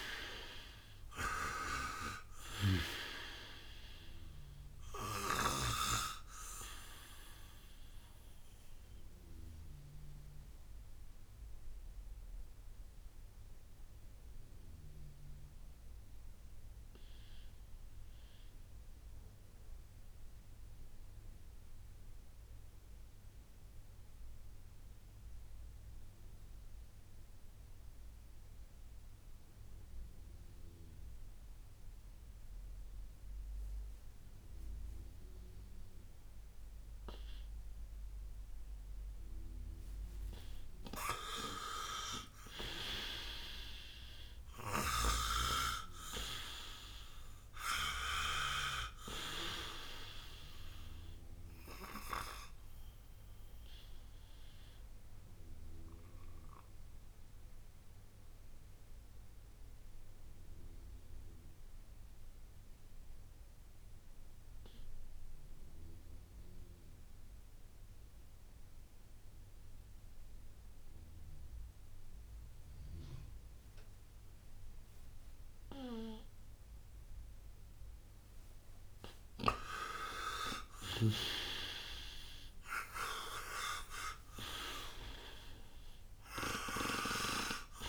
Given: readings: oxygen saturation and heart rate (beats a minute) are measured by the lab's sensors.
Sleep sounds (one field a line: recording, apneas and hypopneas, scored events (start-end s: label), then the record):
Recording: breathing in sleep by a room microphone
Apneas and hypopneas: 2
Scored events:
0.00-3.00 s: snoring (device-marked)
0.00-27.00 s: oxygen desaturation (device-marked, oxygen 81% lowest, heart rate 57 extreme)
8.50-41.50 s: obstructive apnea (oxygen 97% before, 81% lowest, heart rate 70 before, 57 extreme, up 9 after)
39.00-72.00 s: oxygen desaturation (device-marked, oxygen 99% before, 86% lowest, heart rate 58 before, 57 extreme)
43.00-47.00 s: arousal
44.50-48.50 s: snoring (device-marked)
52.00-78.00 s: obstructive apnea (oxygen 99% before, 86% lowest, heart rate 62 before, 57 extreme)
79.50-83.00 s: arousal
From the record:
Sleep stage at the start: N2 (light sleep)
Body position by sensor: on the right side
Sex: male